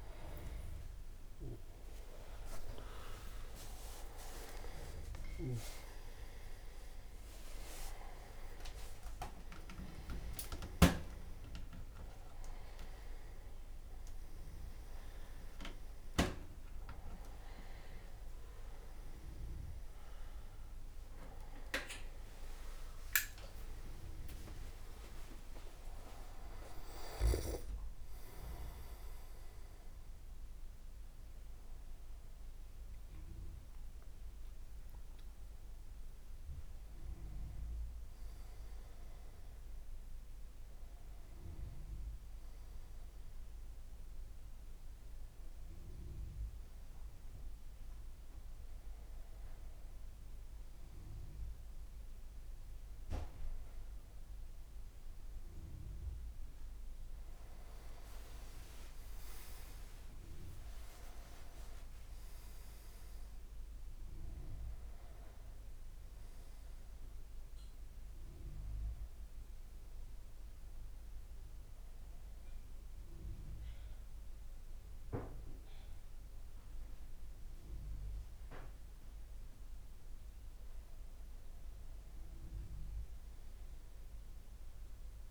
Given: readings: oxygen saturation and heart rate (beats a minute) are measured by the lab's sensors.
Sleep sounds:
a person partly awake in a sleep study, by a room microphone; none
0.00-5.50 s: tachycardia (device-marked)
14.50-19.00 s: leg movement (device-marked)
21.00-25.00 s: leg movement (device-marked)
30.50-85.31 s: new sleep stage, N1 (lightest sleep)
57.50-63.00 s: leg movement (device-marked)
58.50-62.50 s: arousal
From the record:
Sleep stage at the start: awake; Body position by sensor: on the back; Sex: male

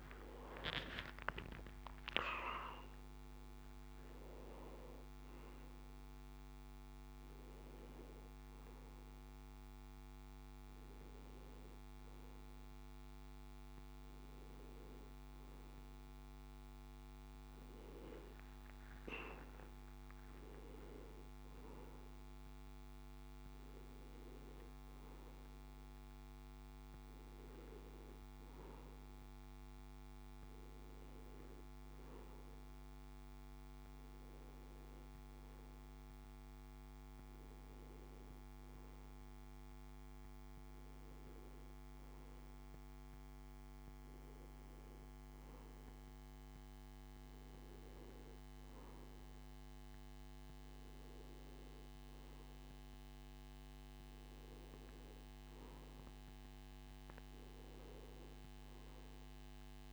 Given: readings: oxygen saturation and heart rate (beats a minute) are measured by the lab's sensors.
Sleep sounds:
breathing in sleep, hard to hear, by a microphone on the trachea; none
5.00-59.93 s: new sleep stage, N2 (light sleep)
From the record:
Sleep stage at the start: N1 (lightest sleep); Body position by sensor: on the back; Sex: male

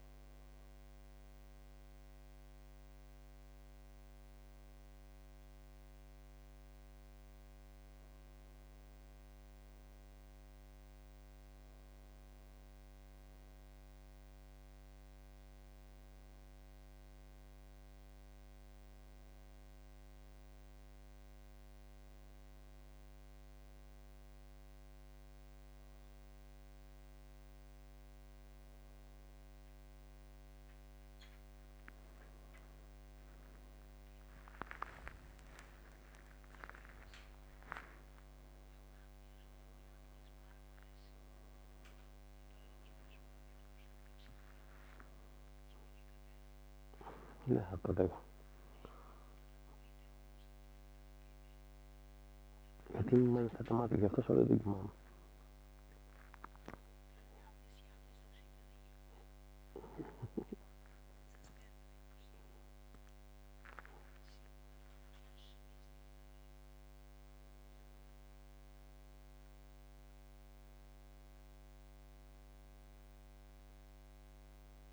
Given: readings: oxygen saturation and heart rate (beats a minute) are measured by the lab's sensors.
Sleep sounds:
a person awake in a sleep study, by a microphone on the trachea; none
28.50-74.93 s: new sleep stage, awake
40.50-46.50 s: tachycardia (device-marked, heart rate 82 before, 104 extreme)
From the record:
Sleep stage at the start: N2 (light sleep); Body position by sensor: on the back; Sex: male

